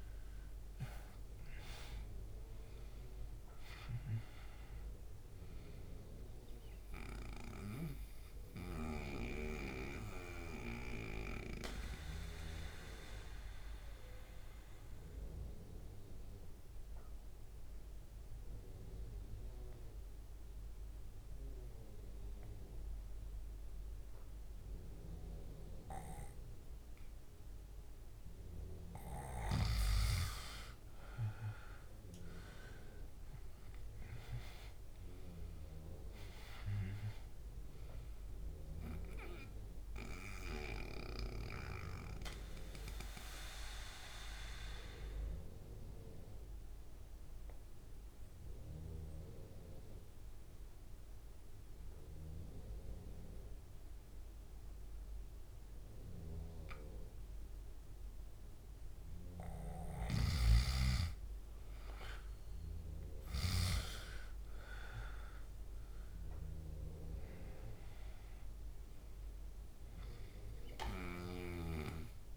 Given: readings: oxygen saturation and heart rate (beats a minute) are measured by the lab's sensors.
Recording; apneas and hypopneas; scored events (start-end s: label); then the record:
breathing in sleep by a room microphone; 2
0.00-1.50 s: arousal
5.00-30.00 s: oxygen desaturation (device-marked, oxygen 99% before, 89% lowest, heart rate 67 before, 64 extreme)
6.50-28.50 s: mixed apnea (oxygen 99% before, 89% lowest, heart rate 67 before, 64 extreme, up 3 after)
31.50-35.00 s: arousal
39.50-58.00 s: mixed apnea (oxygen 99% before, 89% lowest, heart rate 68 before, 64 extreme, up 5 after)
43.00-61.00 s: oxygen desaturation (device-marked, oxygen 98% before, 89% lowest, heart rate 69 before, 64 extreme)
62.00-66.50 s: arousal
From the record:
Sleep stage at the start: N2 (light sleep); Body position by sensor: on the back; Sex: male